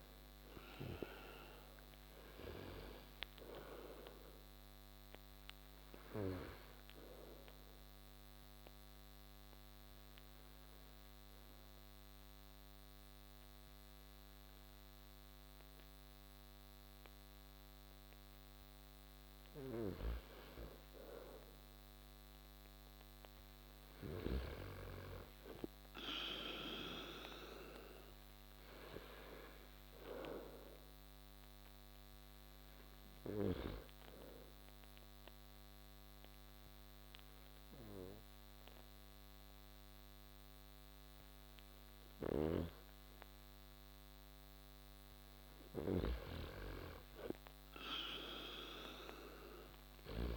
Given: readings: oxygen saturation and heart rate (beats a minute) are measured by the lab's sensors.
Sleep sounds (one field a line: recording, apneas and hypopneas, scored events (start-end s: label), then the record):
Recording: breathing in sleep by a microphone on the trachea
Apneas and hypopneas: 2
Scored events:
5.50-18.50 s: obstructive apnea (oxygen 95% before, 88% lowest)
8.00-26.00 s: oxygen desaturation (device-marked, oxygen 95% before, 88% lowest)
21.00-24.00 s: arousal
32.00-45.00 s: oxygen desaturation (device-marked, oxygen 97% before, 92% lowest)
35.00-45.50 s: obstructive apnea (oxygen 97% before, 91% lowest)
47.00-50.37 s: arousal
From the record:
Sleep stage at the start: N2 (light sleep)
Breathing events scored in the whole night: 562 in 5.9 hours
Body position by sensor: on the back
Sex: male